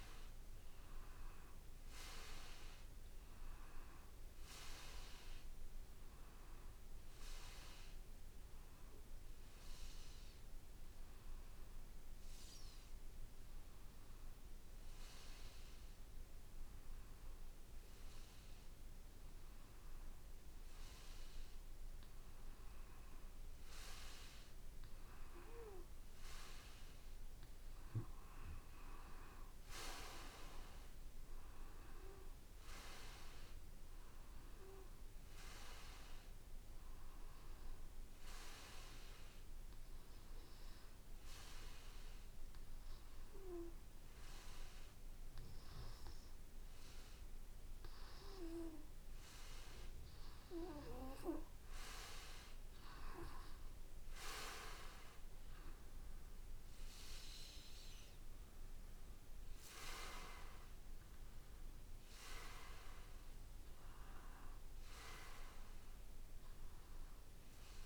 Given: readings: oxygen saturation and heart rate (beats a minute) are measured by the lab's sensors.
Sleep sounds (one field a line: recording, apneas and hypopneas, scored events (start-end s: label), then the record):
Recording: breathing in sleep by a room microphone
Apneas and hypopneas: 2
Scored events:
0.00-9.50 s: oxygen desaturation (device-marked, oxygen 91% lowest, heart rate 54 extreme)
6.00-21.50 s: hypopnea (oxygen 93% before, 91% lowest, heart rate 58 before, 54 extreme, up 3 after)
24.00-28.50 s: arousal
37.50-50.50 s: hypopnea (oxygen 95% before, 92% lowest, heart rate 57 before, 55 extreme, up 4 after)
51.50-55.50 s: arousal
From the record:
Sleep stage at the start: N2 (light sleep)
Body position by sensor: on the back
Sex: male